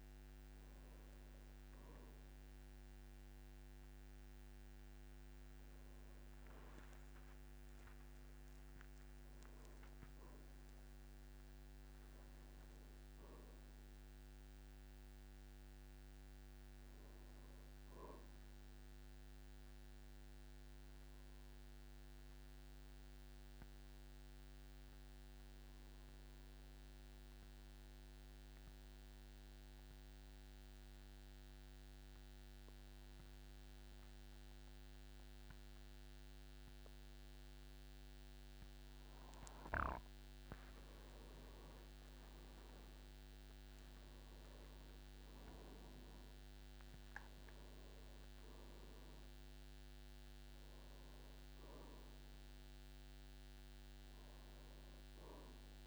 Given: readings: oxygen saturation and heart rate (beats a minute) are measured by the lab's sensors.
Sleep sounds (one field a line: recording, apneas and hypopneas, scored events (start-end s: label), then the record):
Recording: breathing in sleep, hard to hear, by a microphone on the trachea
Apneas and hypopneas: 1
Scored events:
0.00-17.50 s: oxygen desaturation (device-marked, oxygen 93% lowest, heart rate 47 extreme)
20.00-40.50 s: mixed apnea (oxygen 99% before, 90% lowest, heart rate 54 before, 47 extreme, up 16 after)
39.50-55.87 s: oxygen desaturation (device-marked, oxygen 98% before, 90% lowest, heart rate 50 before, 46 extreme)
43.00-46.50 s: arousal
From the record:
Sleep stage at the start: N2 (light sleep)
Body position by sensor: on the back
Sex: male